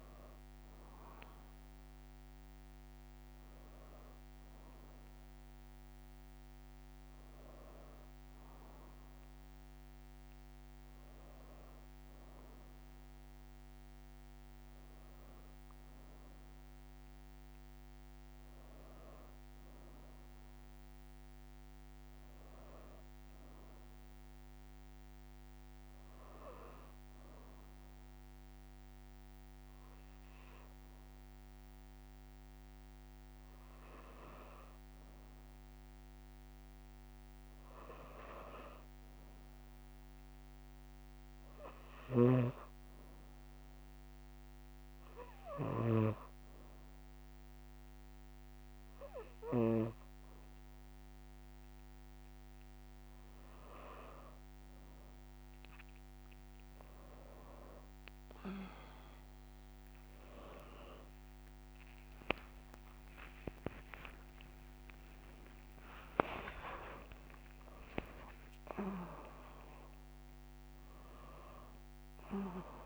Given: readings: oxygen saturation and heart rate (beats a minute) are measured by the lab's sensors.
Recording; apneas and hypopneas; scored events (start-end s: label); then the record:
breathing in sleep by a microphone on the trachea; 1
0.00-5.50 s: oxygen desaturation (device-marked, oxygen 91% lowest, heart rate 56 extreme)
14.50-72.86 s: new sleep stage, N2 (light sleep)
23.50-34.50 s: hypopnea (oxygen 97% before, 92% lowest, heart rate 58 before, 56 extreme, up 2 after)
37.00-40.00 s: arousal
42.50-59.50 s: oxygen desaturation (device-marked, oxygen 96% before, 93% lowest, heart rate 57 before, 59 extreme)
58.50-64.50 s: tachycardia (device-marked, heart rate 61 before, 116 extreme)
From the record:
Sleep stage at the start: N1 (lightest sleep); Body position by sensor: on the back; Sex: female